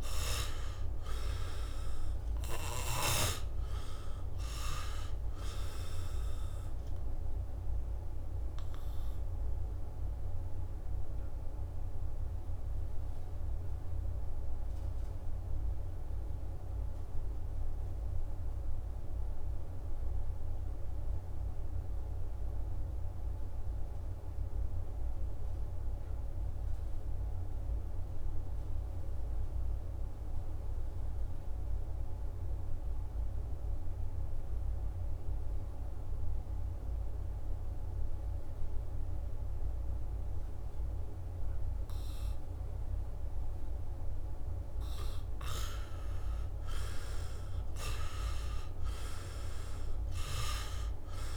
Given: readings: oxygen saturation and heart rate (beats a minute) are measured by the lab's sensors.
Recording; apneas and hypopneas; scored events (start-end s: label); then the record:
breathing in sleep by a room microphone; 1
0.00-25.50 s: oxygen desaturation (device-marked, oxygen 83% lowest, heart rate 63 extreme)
6.50-43.50 s: obstructive apnea (oxygen 98% before, 81% lowest, heart rate 72 before, 63 extreme, up 10 after)
36.50-51.37 s: oxygen desaturation (device-marked, oxygen 99% before, 81% lowest, heart rate 66 before, 64 extreme)
46.00-50.00 s: arousal
From the record:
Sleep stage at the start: N2 (light sleep); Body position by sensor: on the back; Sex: male